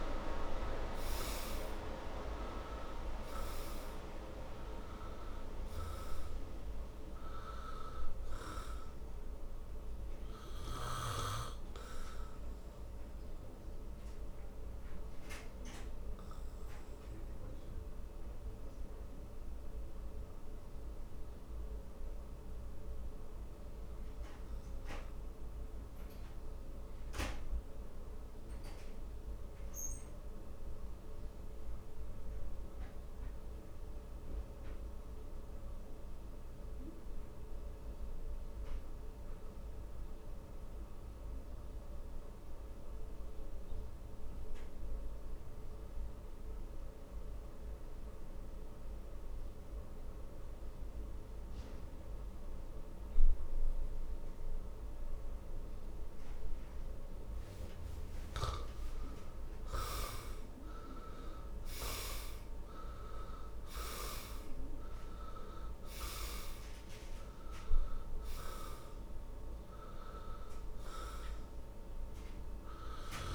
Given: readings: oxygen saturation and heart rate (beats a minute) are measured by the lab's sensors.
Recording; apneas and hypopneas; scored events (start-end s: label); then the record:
breathing in sleep by a room microphone; 1
0.00-1.00 s: arousal
0.00-33.50 s: oxygen desaturation (device-marked, oxygen 80% lowest, heart rate 52 extreme)
10.00-57.50 s: obstructive apnea (oxygen 100% before, 76% lowest, heart rate 64 before, 52 extreme, up 17 after)
53.50-73.35 s: oxygen desaturation (device-marked, oxygen 97% before, 76% lowest, heart rate 57 before, 54 extreme)
59.00-64.50 s: arousal
From the record:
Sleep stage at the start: N2 (light sleep); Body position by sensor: on the back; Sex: male